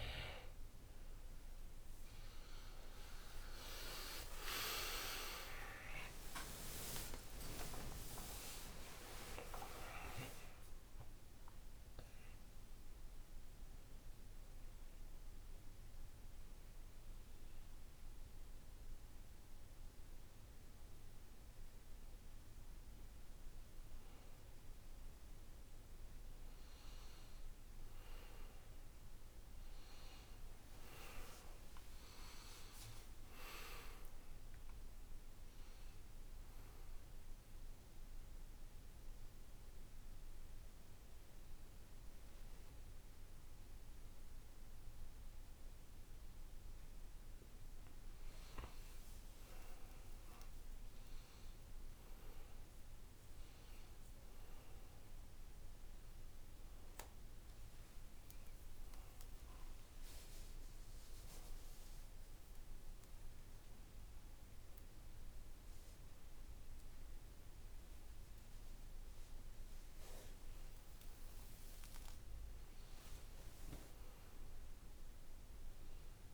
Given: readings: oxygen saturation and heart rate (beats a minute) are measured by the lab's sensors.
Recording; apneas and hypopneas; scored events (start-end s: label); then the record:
breathing in sleep by a room microphone; 2
4.00-10.00 s: arousal
31.50-35.50 s: arousal
36.50-45.50 s: oxygen desaturation (device-marked, oxygen 99% before, 91% lowest, heart rate 62 before, 51 extreme)
37.50-47.50 s: obstructive apnea (oxygen 99% before, 91% lowest, heart rate 62 before, 51 extreme, up 19 after)
49.50-54.00 s: arousal
56.50-63.50 s: oxygen desaturation (device-marked, oxygen 98% before, 94% lowest, heart rate 60 before, 56 extreme)
60.00-71.00 s: hypopnea (oxygen 99% before, 93% lowest, heart rate 60 before, 56 extreme, up 9 after)
72.50-75.50 s: arousal
From the record:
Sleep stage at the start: N2 (light sleep); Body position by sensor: on the back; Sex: male